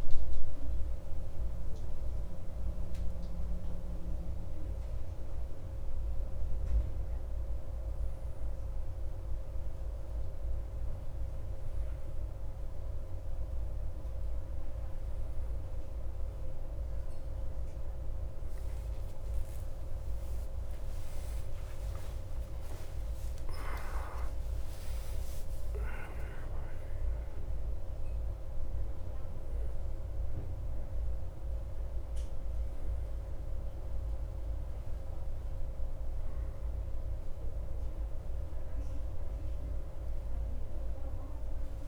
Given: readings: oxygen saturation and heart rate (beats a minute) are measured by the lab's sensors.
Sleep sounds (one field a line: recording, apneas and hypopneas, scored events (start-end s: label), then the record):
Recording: breathing in sleep, hard to hear, by a room microphone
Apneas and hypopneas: none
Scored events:
24.00-28.50 s: arousal
From the record:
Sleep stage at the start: N2 (light sleep)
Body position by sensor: on the back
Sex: male